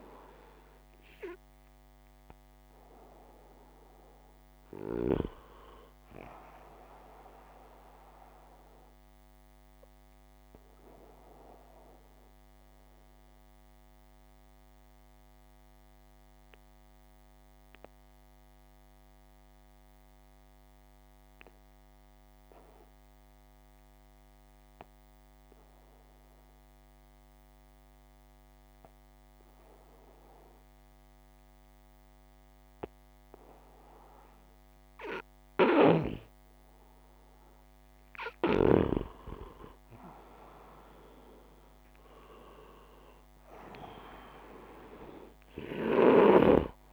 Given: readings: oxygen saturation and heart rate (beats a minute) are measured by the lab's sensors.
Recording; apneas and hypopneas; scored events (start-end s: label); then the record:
breathing in sleep by a microphone on the trachea; 1
11.00-33.50 s: obstructive apnea (oxygen 97% before, 93% lowest, heart rate 66 before, 59 extreme, up 2 after)
36.00-40.00 s: arousal
From the record:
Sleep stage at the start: N2 (light sleep); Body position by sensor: upright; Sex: male